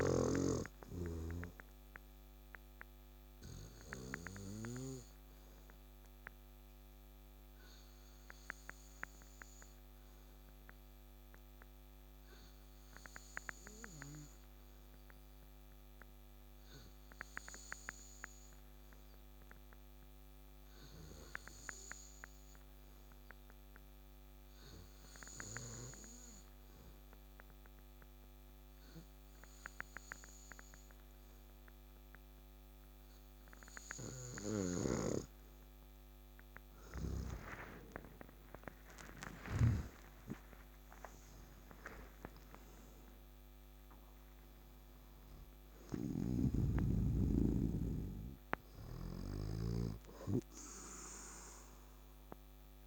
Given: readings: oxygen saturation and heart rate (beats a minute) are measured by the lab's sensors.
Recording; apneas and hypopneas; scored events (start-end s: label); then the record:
breathing in sleep by a microphone on the trachea; 1
0.00-15.00 s: oxygen desaturation (device-marked, oxygen 85% lowest, heart rate 67 extreme)
8.50-34.50 s: obstructive apnea (oxygen 96% before, 85% lowest, heart rate 73 before, 67 extreme, up 9 after)
31.00-52.87 s: oxygen desaturation (device-marked, oxygen 96% before, 86% lowest, heart rate 69 before, 65 extreme)
34.50-39.50 s: snoring (device-marked)
37.50-41.50 s: arousal
45.50-52.87 s: snoring (device-marked)
From the record:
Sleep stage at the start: N2 (light sleep); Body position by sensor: on the back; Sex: male